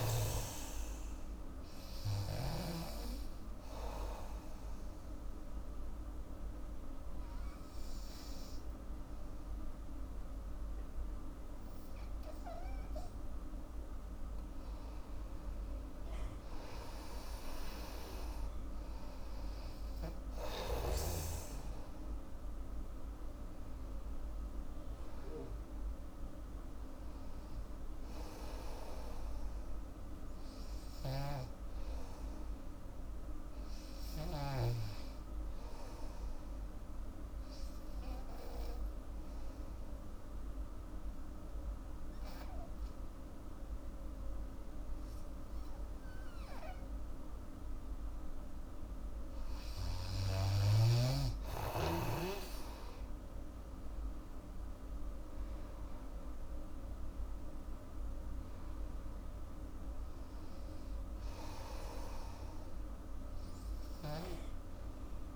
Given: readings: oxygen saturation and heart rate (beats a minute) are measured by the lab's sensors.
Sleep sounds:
breathing in sleep by a room microphone; 2
0.00-3.00 s: snoring (device-marked)
0.50-10.50 s: oxygen desaturation (device-marked, oxygen 98% before, 91% lowest, heart rate 77 before, 74 extreme)
2.50-13.00 s: obstructive apnea (oxygen 98% before, 87% lowest, heart rate 78 before, 74 extreme, up 4 after)
15.00-19.00 s: arousal
19.50-38.50 s: oxygen desaturation (device-marked, oxygen 97% before, 90% lowest, heart rate 79 before, 75 extreme)
31.00-34.50 s: snoring (device-marked)
37.00-49.00 s: obstructive apnea (oxygen 97% before, 87% lowest, heart rate 78 before, 74 extreme, up 4 after)
50.50-65.36 s: oxygen desaturation (device-marked, oxygen 99% before, 87% lowest, heart rate 78 before, 74 extreme)
52.00-55.50 s: arousal
From the record:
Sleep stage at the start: N2 (light sleep); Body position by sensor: on the back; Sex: female

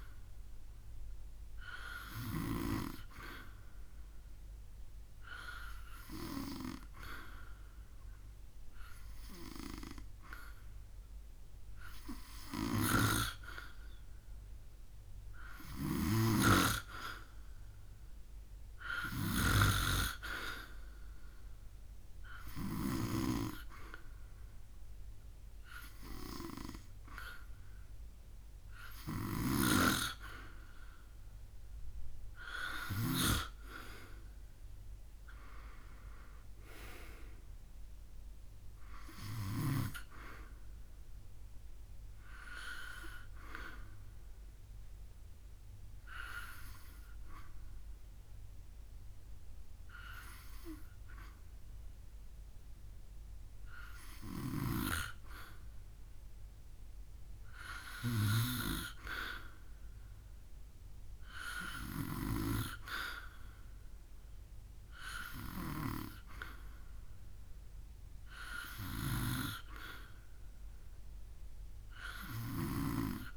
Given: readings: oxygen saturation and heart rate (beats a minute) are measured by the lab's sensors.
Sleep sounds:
breathing in sleep by a room microphone; 2
0.00-2.00 s: snoring (device-marked)
5.00-16.00 s: oxygen desaturation (device-marked, oxygen 94% before, 90% lowest, heart rate 74 before, 73 extreme)
12.00-22.50 s: snoring (device-marked)
21.00-31.00 s: hypopnea (oxygen 95% before, 92% lowest, heart rate 73 before, 71 extreme, up 8 after)
28.50-33.00 s: snoring (device-marked)
34.00-37.50 s: arousal
44.50-55.50 s: obstructive apnea (oxygen 95% before, 92% lowest, heart rate 76 before, 72 extreme, up 2 after)
54.00-62.00 s: snoring (device-marked)
58.00-61.00 s: arousal
68.50-73.37 s: snoring (device-marked)
72.00-73.37 s: oxygen desaturation (device-marked, oxygen 96% before, 93% lowest, heart rate 73 before, 71 extreme)
From the record:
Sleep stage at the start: N2 (light sleep); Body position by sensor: on the back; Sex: male

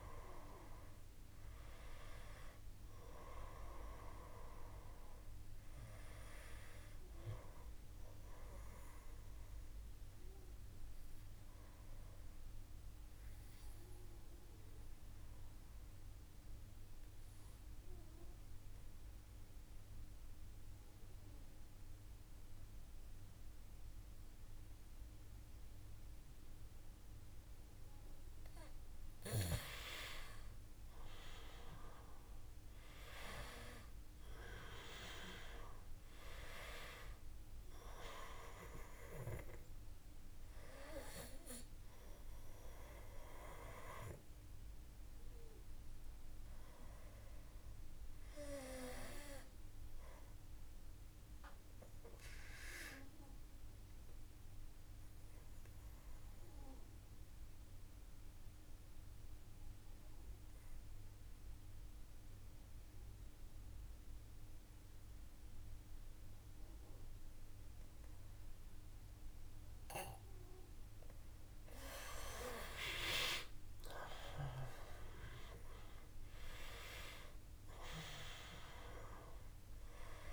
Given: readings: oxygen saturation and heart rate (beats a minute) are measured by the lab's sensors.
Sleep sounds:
breathing in sleep by a room microphone; 2
0.00-21.00 s: oxygen desaturation (device-marked, oxygen 86% lowest, heart rate 55 extreme)
9.50-26.00 s: obstructive apnea (oxygen 97% before, 86% lowest, heart rate 59 before, 54 extreme, up 2 after)
31.00-35.00 s: arousal
37.00-58.00 s: oxygen desaturation (device-marked, oxygen 97% before, 90% lowest, heart rate 57 before, 54 extreme)
49.50-69.00 s: obstructive apnea (oxygen 98% before, 89% lowest, heart rate 57 before, 53 extreme, up 5 after)
71.50-76.00 s: arousal
74.00-80.33 s: oxygen desaturation (device-marked, oxygen 97% before, 89% lowest, heart rate 56 before, 53 extreme)
From the record:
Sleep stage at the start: N2 (light sleep); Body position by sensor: on the back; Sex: male

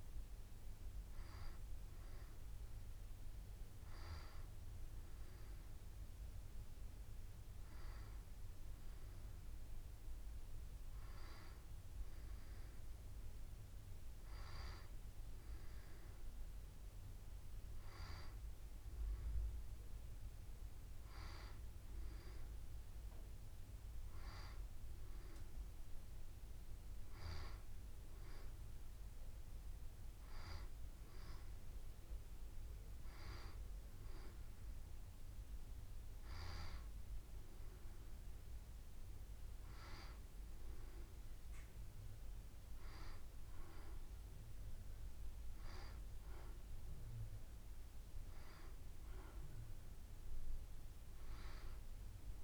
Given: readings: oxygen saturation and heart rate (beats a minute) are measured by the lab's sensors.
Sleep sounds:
breathing in sleep by a room microphone; none
none scored
From the record:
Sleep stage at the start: N2 (light sleep); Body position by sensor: on the back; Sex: female

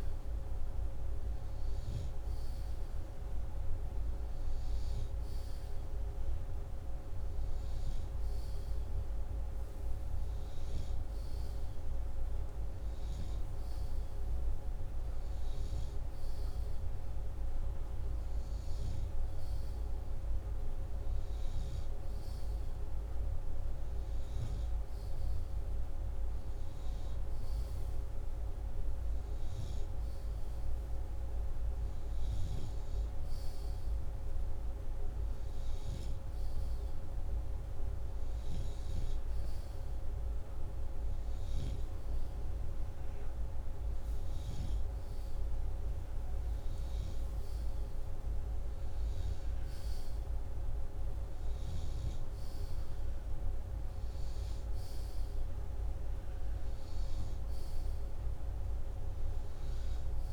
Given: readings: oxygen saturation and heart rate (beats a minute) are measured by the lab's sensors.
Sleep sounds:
breathing in sleep, hard to hear, by a room microphone; none
none scored
From the record:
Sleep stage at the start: N2 (light sleep); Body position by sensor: upright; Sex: male

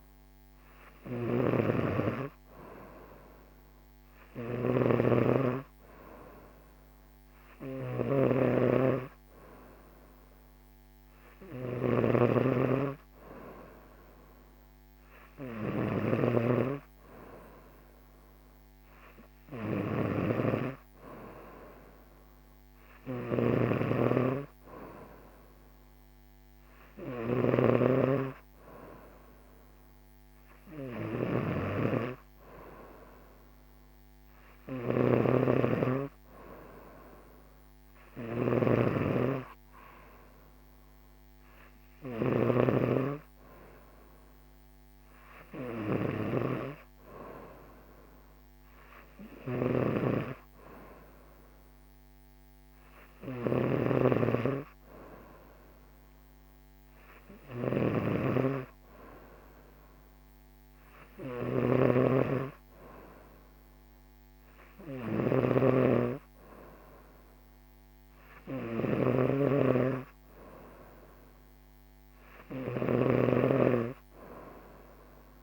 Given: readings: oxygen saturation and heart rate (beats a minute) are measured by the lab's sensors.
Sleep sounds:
breathing in sleep by a microphone on the trachea; none
0.00-75.43 s: snoring (device-marked)
From the record:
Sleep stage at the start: N3 (deep sleep); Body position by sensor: on the right side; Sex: female

